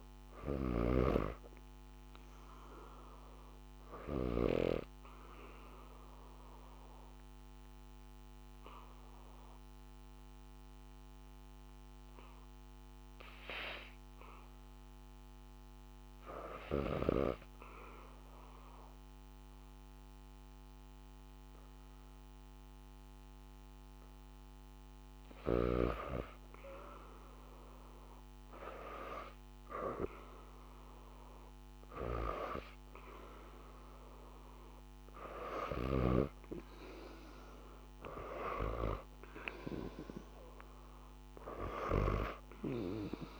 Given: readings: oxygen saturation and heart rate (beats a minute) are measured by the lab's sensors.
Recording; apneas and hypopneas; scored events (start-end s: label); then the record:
breathing in sleep by a microphone on the trachea; 1
0.00-4.00 s: snoring (device-marked)
5.50-25.50 s: hypopnea (oxygen 99% before, 89% lowest, heart rate 81 before, 74 extreme, up 1 after)
12.50-43.40 s: oxygen desaturation (device-marked, oxygen 99% before, 89% lowest, heart rate 80 before, 74 extreme)
26.50-30.00 s: arousal
From the record:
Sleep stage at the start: N2 (light sleep); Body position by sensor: on the back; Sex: female